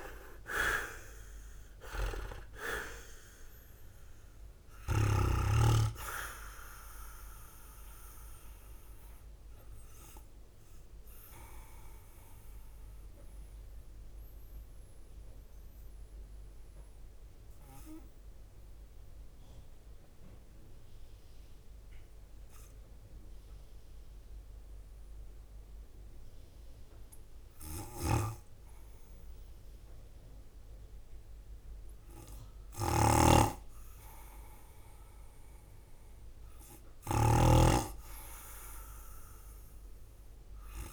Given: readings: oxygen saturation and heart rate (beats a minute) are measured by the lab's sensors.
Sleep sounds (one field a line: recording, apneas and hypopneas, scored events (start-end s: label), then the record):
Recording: breathing in sleep by a room microphone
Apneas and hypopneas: 1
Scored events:
0.00-11.00 s: drop in pulse transit time (device-marked, heart rate 59 extreme)
0.00-12.00 s: oxygen desaturation (device-marked, oxygen 87% lowest, heart rate 55 extreme)
8.00-31.00 s: mixed apnea (oxygen 98% before, 83% lowest, heart rate 65 before, 52 extreme, up 4 after)
19.00-35.00 s: oxygen desaturation (device-marked, oxygen 89% before, 83% lowest, heart rate 64 before, 52 extreme)
32.50-37.00 s: snoring (device-marked)
34.00-38.50 s: arousal
35.00-40.93 s: drop in pulse transit time (device-marked, heart rate 58 before, 52 extreme)
From the record:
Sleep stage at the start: N2 (light sleep)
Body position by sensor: on the right side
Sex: male